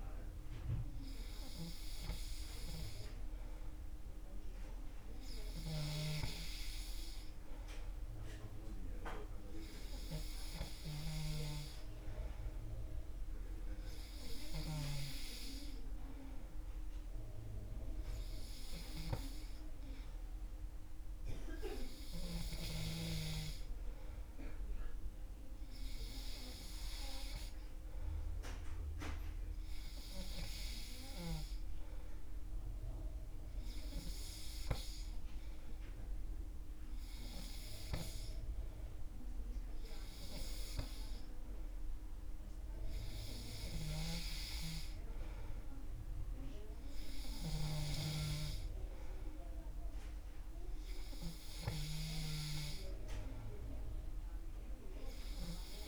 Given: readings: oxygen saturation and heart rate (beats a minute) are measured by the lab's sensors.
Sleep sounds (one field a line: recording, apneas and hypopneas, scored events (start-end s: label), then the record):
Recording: breathing in sleep by a room microphone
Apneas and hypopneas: none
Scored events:
none scored
From the record:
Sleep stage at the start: N3 (deep sleep)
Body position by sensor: on the back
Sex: male